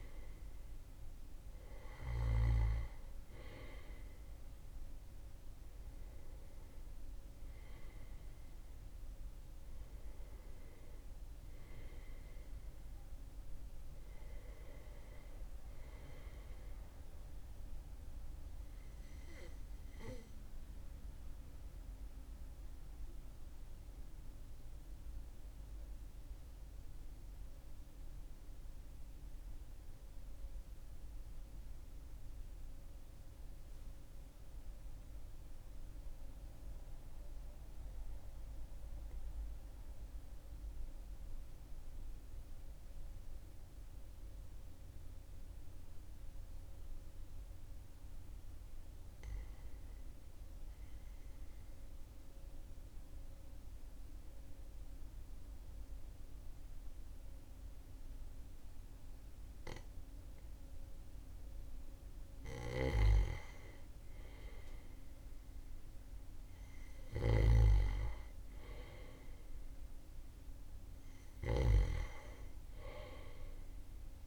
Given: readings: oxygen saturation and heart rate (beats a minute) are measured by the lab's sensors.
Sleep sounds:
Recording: breathing in sleep by a room microphone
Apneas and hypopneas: 1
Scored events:
20.50-33.50 s: oxygen desaturation (device-marked, oxygen 98% before, 95% lowest, heart rate 42 before, 39 extreme)
22.50-63.00 s: obstructive apnea (oxygen 99% before, 95% lowest, heart rate 42 before, 39 extreme, up 2 after)
64.00-69.00 s: arousal
From the record:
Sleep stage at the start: N2 (light sleep)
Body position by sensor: on the back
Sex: male

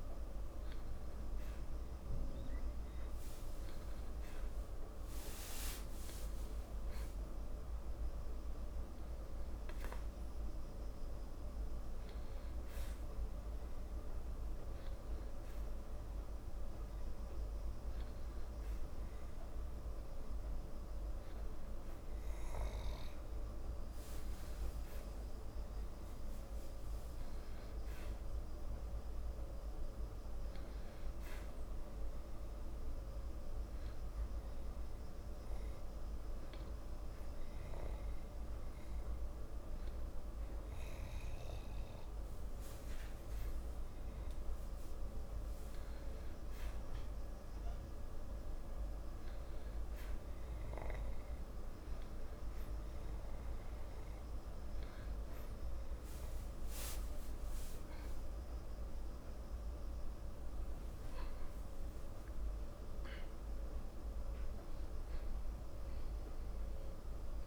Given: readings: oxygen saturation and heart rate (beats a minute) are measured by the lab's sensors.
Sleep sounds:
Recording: breathing in sleep, hard to hear, by a room microphone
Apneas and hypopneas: 2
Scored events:
7.00-10.00 s: arousal
13.50-24.00 s: hypopnea (oxygen 95% before, 92% lowest, heart rate 55 before, 55 extreme, up 0 after)
26.00-29.00 s: arousal
32.50-42.50 s: hypopnea (oxygen 94% before, 92% lowest, heart rate 55 before, 54 extreme, up 9 after)
44.50-47.50 s: arousal
58.00-62.50 s: arousal
From the record:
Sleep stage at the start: N2 (light sleep)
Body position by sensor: on the back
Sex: male

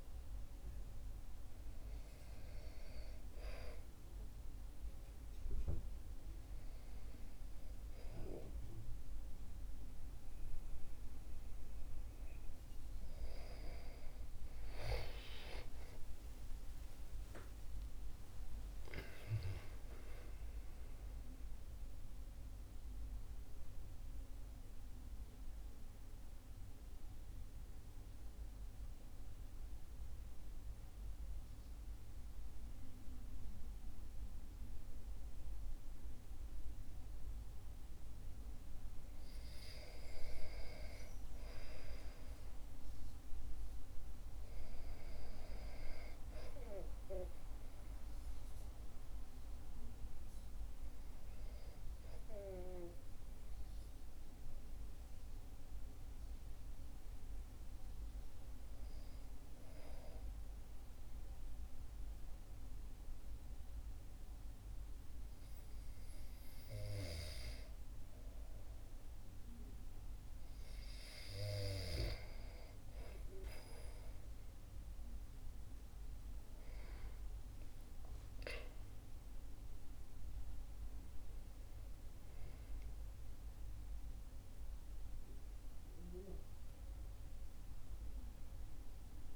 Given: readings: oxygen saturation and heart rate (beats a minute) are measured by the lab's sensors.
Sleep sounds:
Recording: breathing in sleep by a room microphone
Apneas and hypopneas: 2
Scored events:
15.00-19.50 s: arousal
22.50-38.00 s: central apnea (oxygen 97% before, 95% lowest, heart rate 64 before, 53 extreme, up 7 after)
41.50-45.50 s: arousal
54.50-67.50 s: hypopnea (oxygen 99% before, 95% lowest, heart rate 59 before, 51 extreme, up 5 after)
72.50-77.50 s: arousal
From the record:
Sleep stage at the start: REM sleep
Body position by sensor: on the back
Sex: male

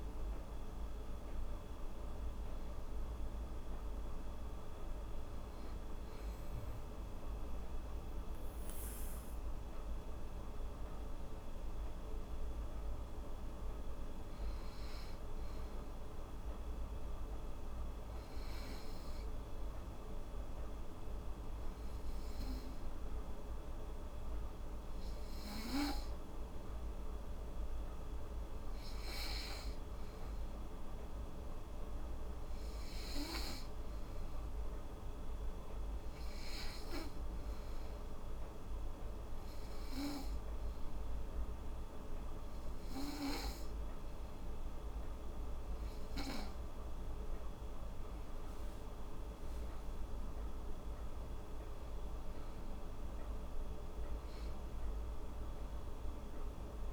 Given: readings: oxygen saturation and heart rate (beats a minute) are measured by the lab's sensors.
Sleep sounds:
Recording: breathing in sleep, hard to hear, by a room microphone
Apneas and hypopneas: 1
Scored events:
10.00-12.50 s: arousal
16.50-28.00 s: hypopnea (oxygen 96% before, 90% lowest, heart rate 77 before, 78 extreme, up 3 after)
29.00-31.50 s: arousal
31.00-49.00 s: oxygen desaturation (device-marked, oxygen 95% before, 90% lowest, heart rate 79 before, 77 extreme)
52.00-55.00 s: arousal
From the record:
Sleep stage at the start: N2 (light sleep)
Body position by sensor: on the back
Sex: female

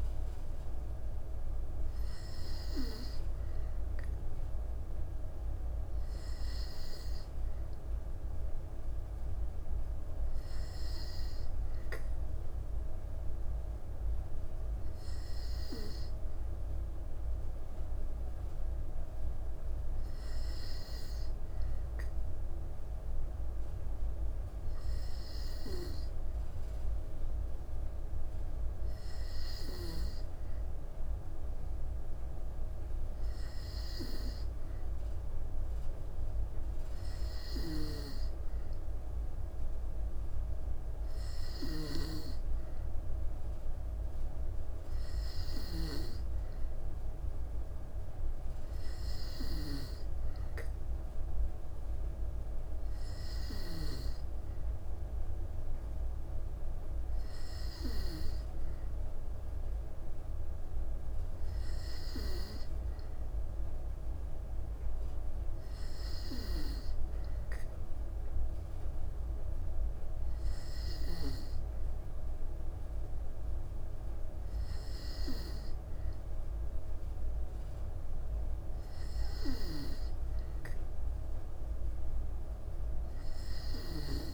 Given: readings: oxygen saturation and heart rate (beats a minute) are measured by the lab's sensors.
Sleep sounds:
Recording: breathing in sleep by a room microphone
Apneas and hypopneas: none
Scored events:
none scored
From the record:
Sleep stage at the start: N2 (light sleep)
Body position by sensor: on the back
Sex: female

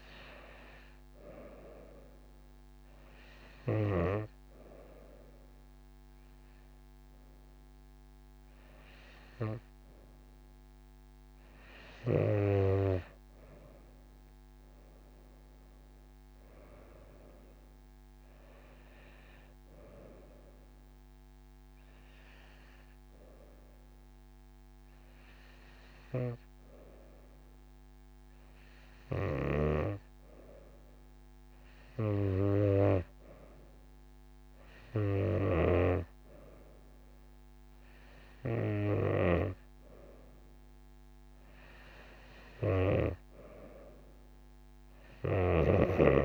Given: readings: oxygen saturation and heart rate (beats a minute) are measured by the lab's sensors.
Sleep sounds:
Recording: breathing in sleep by a microphone on the trachea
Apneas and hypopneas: none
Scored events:
none scored
From the record:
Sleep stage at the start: N2 (light sleep)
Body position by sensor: on the right side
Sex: female

